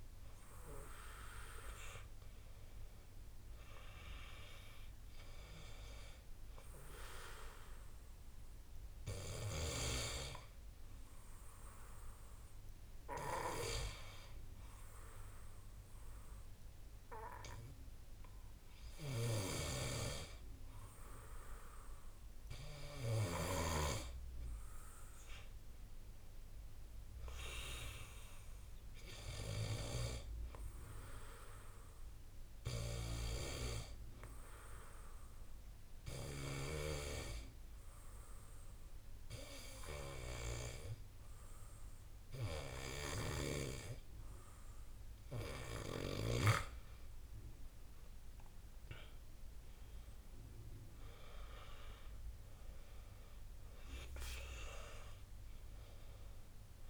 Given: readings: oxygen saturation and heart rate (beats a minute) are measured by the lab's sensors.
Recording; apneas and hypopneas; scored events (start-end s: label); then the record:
breathing in sleep by a room microphone; 2
15.50-25.50 s: obstructive apnea (oxygen 95% before, 91% lowest, heart rate 64 before, 53 extreme, up 3 after)
33.00-46.00 s: obstructive apnea (oxygen 95% before, 89% lowest, heart rate 61 before, 55 extreme, up 17 after)
48.00-51.50 s: arousal
54.50-56.90 s: oxygen desaturation (device-marked, oxygen 94% before, 91% lowest, heart rate 60 before, 56 extreme)
From the record:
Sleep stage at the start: N2 (light sleep); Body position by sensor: on the back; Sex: male